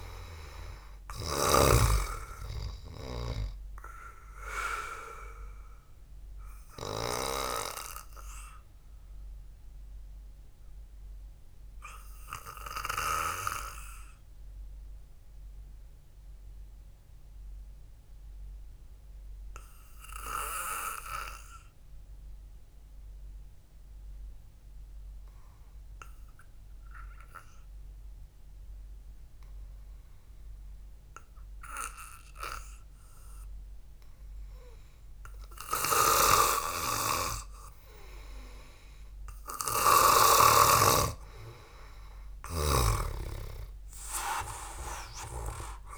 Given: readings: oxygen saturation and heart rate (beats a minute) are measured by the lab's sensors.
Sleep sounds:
breathing in sleep by a room microphone; 1
11.00-35.00 s: mixed apnea (oxygen 97% before, 92% lowest, heart rate 59 before, 52 extreme)
36.00-41.00 s: snoring (device-marked)
42.50-45.98 s: arousal
From the record:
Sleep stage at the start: N2 (light sleep); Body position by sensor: on the back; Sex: male

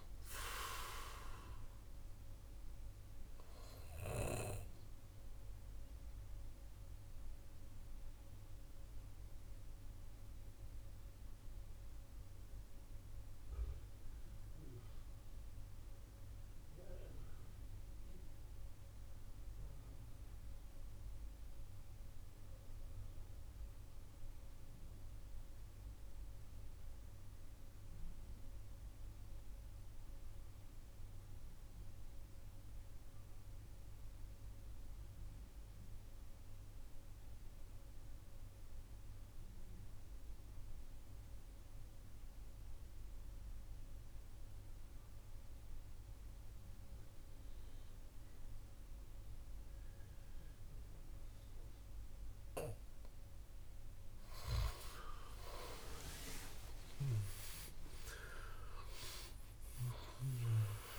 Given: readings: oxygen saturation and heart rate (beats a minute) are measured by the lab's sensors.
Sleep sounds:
breathing in sleep by a room microphone; 1
0.00-14.50 s: oxygen desaturation (device-marked, oxygen 84% lowest, heart rate 58 extreme)
5.00-53.00 s: mixed apnea (oxygen 94% before, 84% lowest, heart rate 65 before, 59 extreme, up 14 after)
35.50-60.99 s: oxygen desaturation (device-marked, oxygen 98% before, 84% lowest, heart rate 65 before, 61 extreme)
55.00-60.99 s: arousal
From the record:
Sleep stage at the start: N2 (light sleep); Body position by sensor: on the back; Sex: male

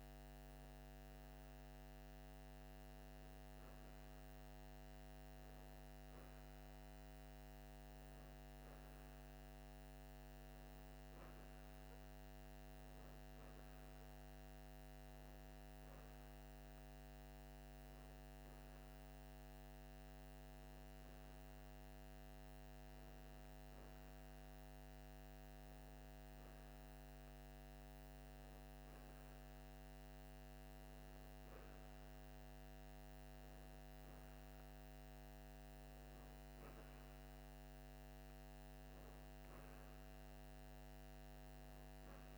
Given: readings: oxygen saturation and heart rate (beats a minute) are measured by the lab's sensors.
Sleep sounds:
breathing in sleep, hard to hear, by a microphone on the trachea; none
none scored
From the record:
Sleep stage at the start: N2 (light sleep); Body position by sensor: on the right side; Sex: female

